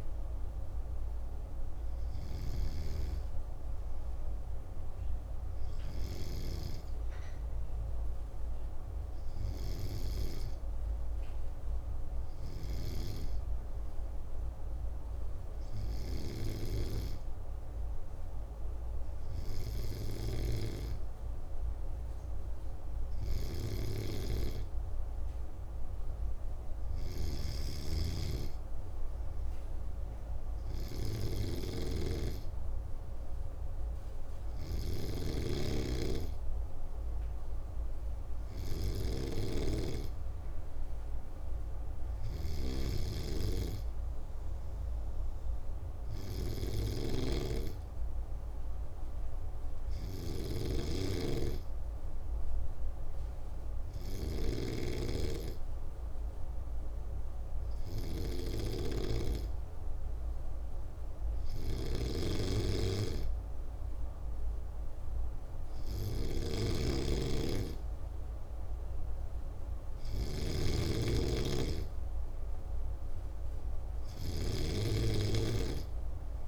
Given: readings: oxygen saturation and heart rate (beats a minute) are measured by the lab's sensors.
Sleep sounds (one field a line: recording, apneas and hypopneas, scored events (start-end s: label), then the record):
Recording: breathing in sleep by a room microphone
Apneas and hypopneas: 1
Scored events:
27.50-76.48 s: snoring (device-marked)
52.50-71.00 s: hypopnea (oxygen 96% before, 92% lowest)
73.50-76.48 s: arousal
From the record:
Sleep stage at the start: N2 (light sleep)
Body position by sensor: on the back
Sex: male